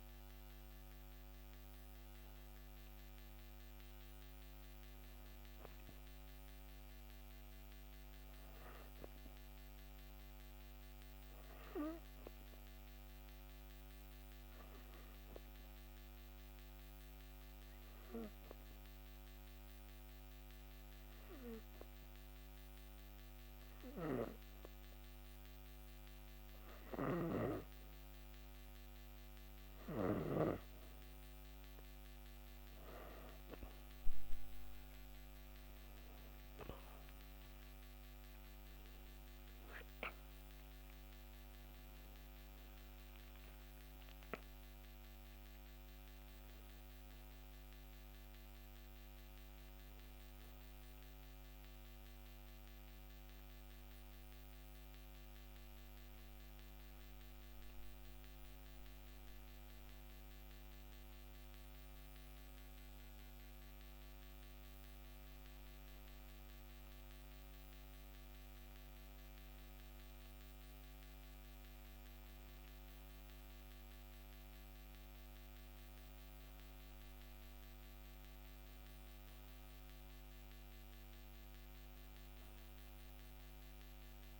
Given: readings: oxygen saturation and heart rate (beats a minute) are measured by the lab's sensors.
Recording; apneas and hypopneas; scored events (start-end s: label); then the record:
breathing in sleep, hard to hear, by a microphone on the trachea; 1
0.00-2.00 s: arousal
7.00-30.50 s: obstructive apnea (oxygen 94% before, 88% lowest)
32.00-35.00 s: arousal
39.50-67.50 s: oxygen desaturation (device-marked, oxygen 93% before, 88% lowest)
From the record:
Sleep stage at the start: N2 (light sleep); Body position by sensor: on the back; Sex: female